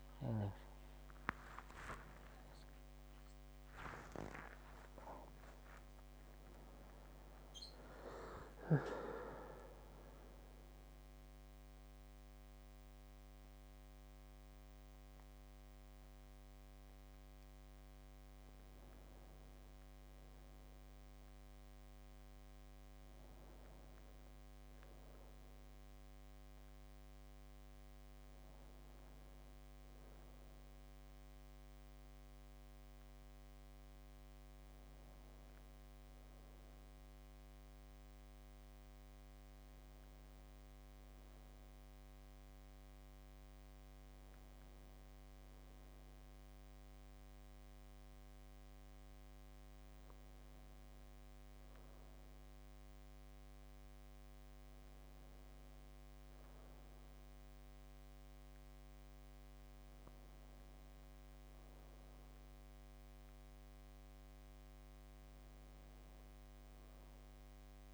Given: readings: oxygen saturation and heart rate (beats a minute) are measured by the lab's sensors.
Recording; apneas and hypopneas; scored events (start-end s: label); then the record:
breathing in sleep by a microphone on the trachea; none
0.00-3.00 s: arousal
From the record:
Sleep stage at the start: N2 (light sleep); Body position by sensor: on the back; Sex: male